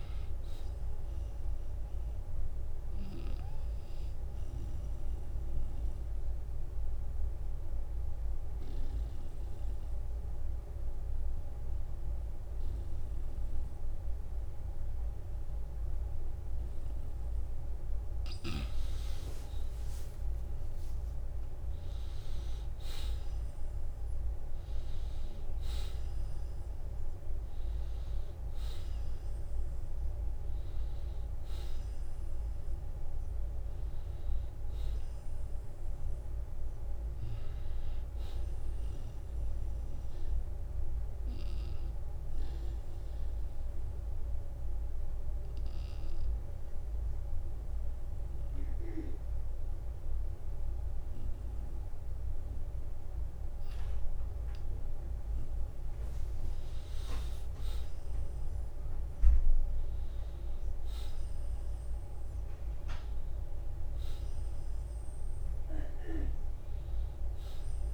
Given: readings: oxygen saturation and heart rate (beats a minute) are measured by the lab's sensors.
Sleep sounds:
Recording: breathing in sleep, hard to hear, by a room microphone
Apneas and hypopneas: 2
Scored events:
4.50-17.00 s: obstructive apnea (oxygen 94% before, 85% lowest, heart rate 60 before, 52 extreme, up 13 after)
5.50-7.50 s: long interval between heartbeats (device-marked, heart rate 60 before, 59 extreme)
8.50-10.50 s: long interval between heartbeats (device-marked, heart rate 60 before, 53 extreme)
18.00-32.00 s: oxygen desaturation (device-marked, oxygen 94% before, 90% lowest, heart rate 56 before, 54 extreme)
19.50-23.00 s: arousal
40.00-55.00 s: obstructive apnea (oxygen 94% before, 85% lowest, heart rate 62 before, 47 extreme, up 4 after)
43.00-53.00 s: oxygen desaturation (device-marked, oxygen 91% before, 85% lowest, heart rate 62 before, 47 extreme)
57.00-61.50 s: arousal
From the record:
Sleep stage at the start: N2 (light sleep)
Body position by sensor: on the back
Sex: male

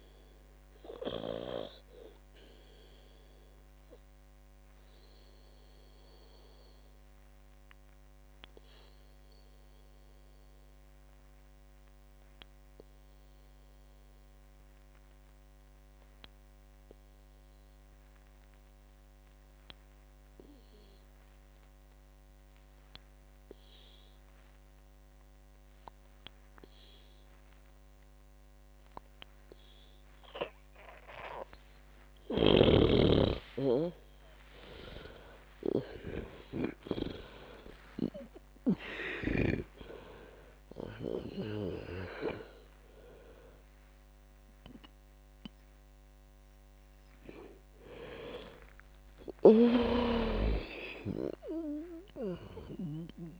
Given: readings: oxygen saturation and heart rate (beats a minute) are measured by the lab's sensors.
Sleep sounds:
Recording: breathing in sleep by a microphone on the trachea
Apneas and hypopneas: 1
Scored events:
0.00-16.50 s: oxygen desaturation (device-marked, oxygen 92% lowest, heart rate 54 extreme)
0.50-31.00 s: obstructive apnea (oxygen 99% before, 88% lowest, heart rate 63 before, 54 extreme, up 22 after)
27.50-53.40 s: oxygen desaturation (device-marked, oxygen 98% before, 88% lowest, heart rate 57 before, 58 extreme)
32.50-37.00 s: snoring (device-marked)
33.50-37.50 s: arousal
From the record:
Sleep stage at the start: N2 (light sleep)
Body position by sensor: on the back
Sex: female

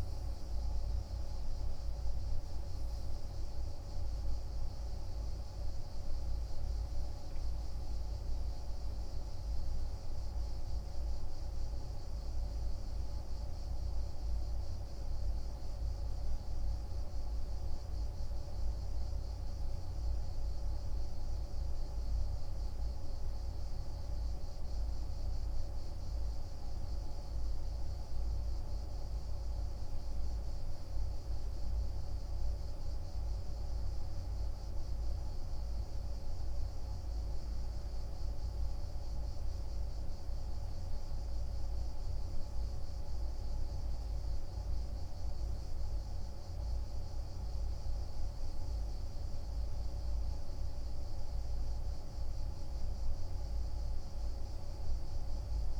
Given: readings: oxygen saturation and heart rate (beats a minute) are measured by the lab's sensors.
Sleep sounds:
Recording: breathing in sleep, hard to hear, by a room microphone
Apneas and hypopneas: none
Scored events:
none scored
From the record:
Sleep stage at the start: N2 (light sleep)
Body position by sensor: on the right side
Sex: male

